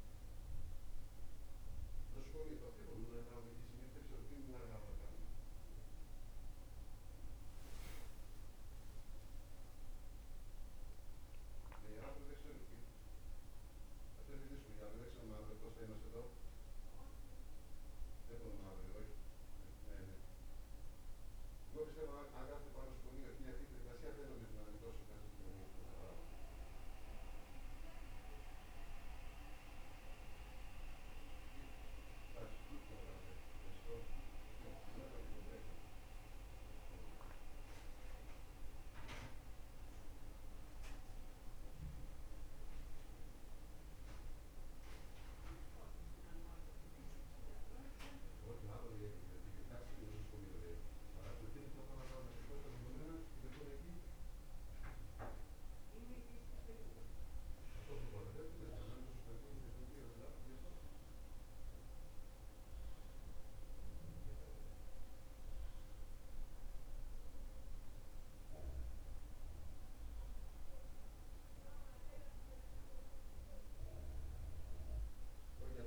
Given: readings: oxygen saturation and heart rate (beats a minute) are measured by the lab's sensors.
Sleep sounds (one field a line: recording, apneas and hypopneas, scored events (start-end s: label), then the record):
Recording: breathing in sleep by a room microphone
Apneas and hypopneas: none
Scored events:
none scored
From the record:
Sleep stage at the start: N2 (light sleep)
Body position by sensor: on the back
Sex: male